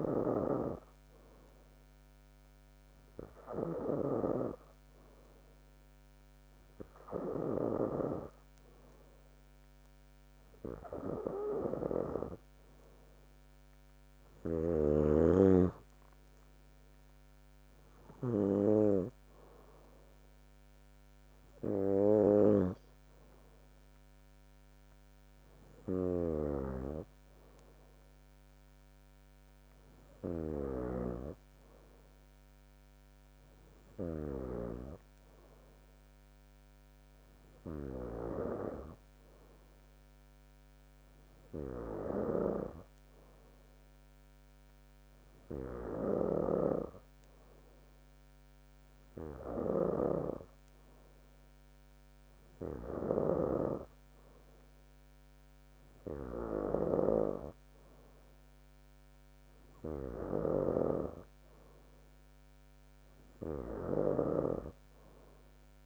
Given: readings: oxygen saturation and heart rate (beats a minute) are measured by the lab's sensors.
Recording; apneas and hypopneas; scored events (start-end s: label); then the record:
breathing in sleep by a microphone on the trachea; none
0.00-8.00 s: snoring (device-marked)
14.50-31.50 s: snoring (device-marked)
46.00-64.50 s: snoring (device-marked)
From the record:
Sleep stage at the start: N2 (light sleep); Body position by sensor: on the back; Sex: female